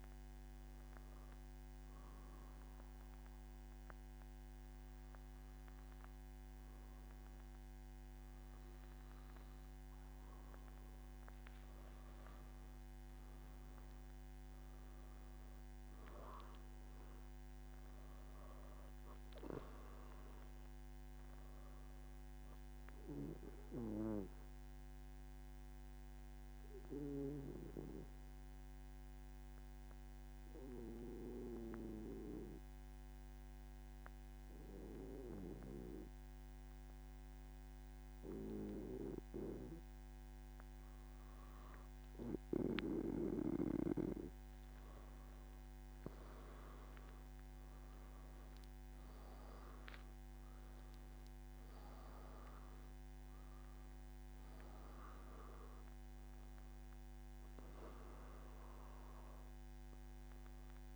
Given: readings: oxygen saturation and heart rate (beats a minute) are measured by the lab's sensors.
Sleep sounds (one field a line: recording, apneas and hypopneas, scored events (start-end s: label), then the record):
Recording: breathing in sleep by a microphone on the trachea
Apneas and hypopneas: 2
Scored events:
0.50-11.50 s: obstructive apnea (oxygen 96% before, 92% lowest, heart rate 126 before, 107 extreme, up 18 after)
25.50-40.50 s: obstructive apnea (oxygen 96% before, 92% lowest, heart rate 118 before, 115 extreme, up 4 after)
42.00-60.96 s: new sleep stage, N3 (deep sleep)
From the record:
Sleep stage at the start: N2 (light sleep)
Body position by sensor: on the back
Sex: male